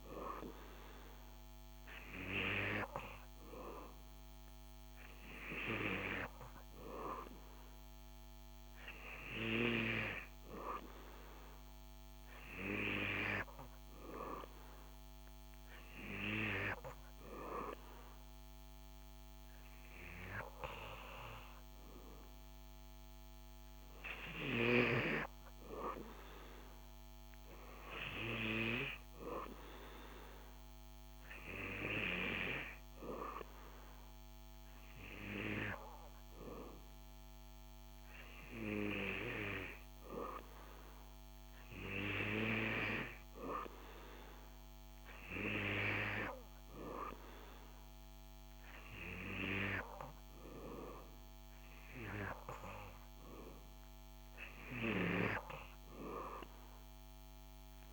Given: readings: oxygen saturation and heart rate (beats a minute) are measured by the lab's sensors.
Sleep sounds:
breathing in sleep by a microphone on the trachea; none
none scored
From the record:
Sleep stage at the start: N3 (deep sleep); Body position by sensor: on the back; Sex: male

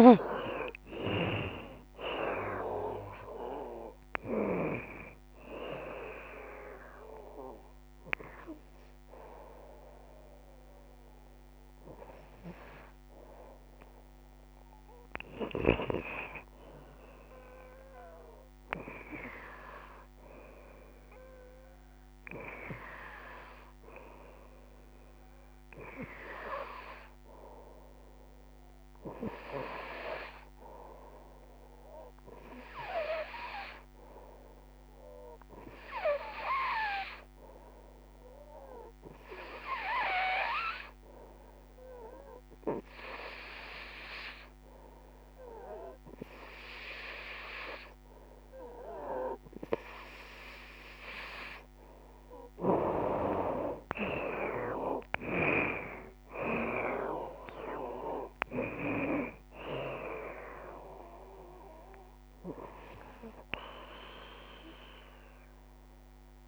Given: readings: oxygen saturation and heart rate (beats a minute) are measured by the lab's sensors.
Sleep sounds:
breathing in sleep by a microphone on the trachea; 1
0.00-10.00 s: drop in pulse transit time (device-marked, heart rate 60 extreme)
0.00-19.00 s: oxygen desaturation (device-marked, oxygen 83% lowest, heart rate 60 extreme)
1.00-3.00 s: long interval between heartbeats (device-marked, heart rate 81 before, 60 extreme)
25.00-29.00 s: arousal
31.50-51.00 s: hypopnea (oxygen 94% before, 82% lowest, heart rate 79 before, 69 extreme, up 2 after)
36.00-66.48 s: oxygen desaturation (device-marked, oxygen 92% before, 82% lowest, heart rate 81 before, 69 extreme)
52.00-55.50 s: arousal
53.00-55.00 s: long interval between heartbeats (device-marked, heart rate 81 before, 74 extreme)
54.00-66.00 s: drop in pulse transit time (device-marked, heart rate 81 before, 69 extreme)
55.50-57.50 s: long interval between heartbeats (device-marked, heart rate 81 before, 76 extreme)
From the record:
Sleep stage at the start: N2 (light sleep); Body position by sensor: on the right side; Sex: female

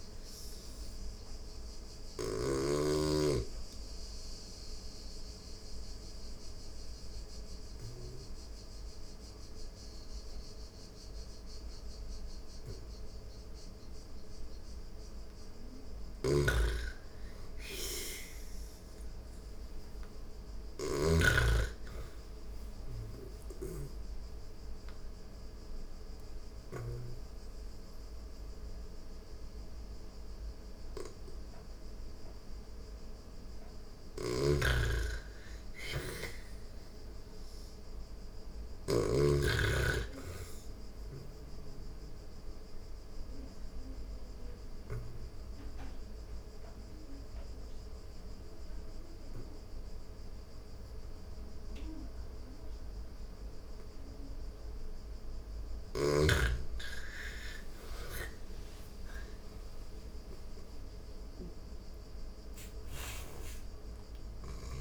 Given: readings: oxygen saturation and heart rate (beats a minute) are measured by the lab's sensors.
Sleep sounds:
breathing in sleep by a room microphone; 3
0.00-2.00 s: snoring (device-marked)
1.00-14.00 s: oxygen desaturation (device-marked, oxygen 99% before, 89% lowest)
3.50-15.00 s: obstructive apnea (oxygen 99% before, 88% lowest)
15.00-20.50 s: snoring (device-marked)
16.00-19.50 s: arousal
22.50-26.50 s: snoring (device-marked)
23.00-33.00 s: obstructive apnea (oxygen 99% before, 88% lowest, heart rate 32 before, 25 extreme, up 27 after)
23.00-38.00 s: oxygen desaturation (device-marked, oxygen 97% before, 89% lowest, heart rate 32 before, 25 extreme)
33.00-38.50 s: snoring (device-marked)
35.00-39.00 s: arousal
41.50-56.00 s: obstructive apnea (oxygen 97% before, 85% lowest)
47.00-53.00 s: oxygen desaturation (device-marked, oxygen 97% before, 91% lowest)
57.50-61.00 s: arousal
From the record:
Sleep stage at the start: N2 (light sleep); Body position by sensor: on the back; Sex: female

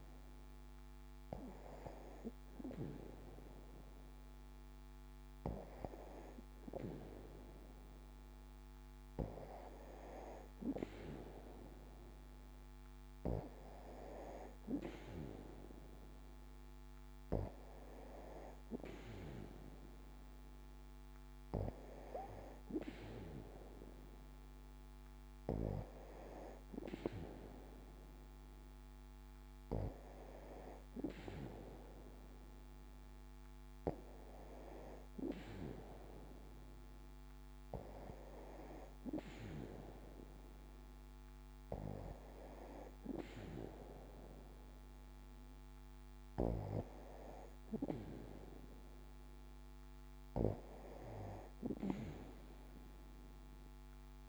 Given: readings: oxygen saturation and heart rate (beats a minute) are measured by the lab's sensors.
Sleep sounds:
breathing in sleep by a microphone on the trachea; none
none scored
From the record:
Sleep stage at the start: N2 (light sleep); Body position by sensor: on the back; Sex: female

